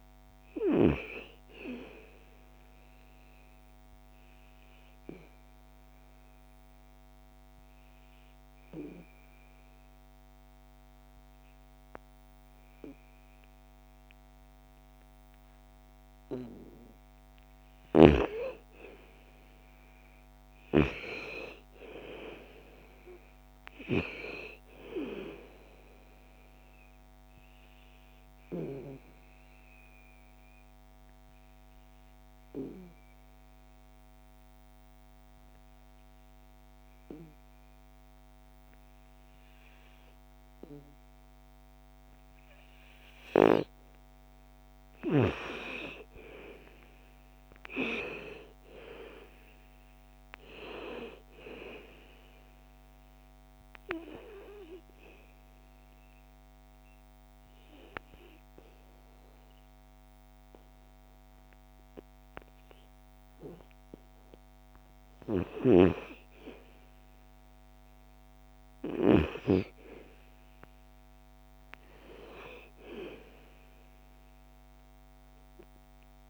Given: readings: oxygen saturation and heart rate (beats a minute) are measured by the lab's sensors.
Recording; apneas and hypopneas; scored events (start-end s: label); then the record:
breathing in sleep by a microphone on the trachea; 3
0.00-13.50 s: oxygen desaturation (device-marked, oxygen 93% lowest, heart rate 56 extreme)
2.50-16.00 s: obstructive apnea (oxygen 99% before, 90% lowest, heart rate 59 before, 55 extreme, up 7 after)
17.50-21.50 s: arousal
22.50-38.50 s: oxygen desaturation (device-marked, oxygen 98% before, 90% lowest, heart rate 59 before, 55 extreme)
26.00-42.00 s: obstructive apnea (oxygen 99% before, 90% lowest, heart rate 59 before, 55 extreme, up 8 after)
44.00-48.50 s: arousal
47.50-62.50 s: oxygen desaturation (device-marked, oxygen 98% before, 90% lowest, heart rate 57 before, 57 extreme)
52.50-63.50 s: obstructive apnea (oxygen 98% before, 89% lowest, heart rate 58 before, 57 extreme, up 4 after)
65.50-70.50 s: arousal
From the record:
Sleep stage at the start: N2 (light sleep); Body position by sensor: on the back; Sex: female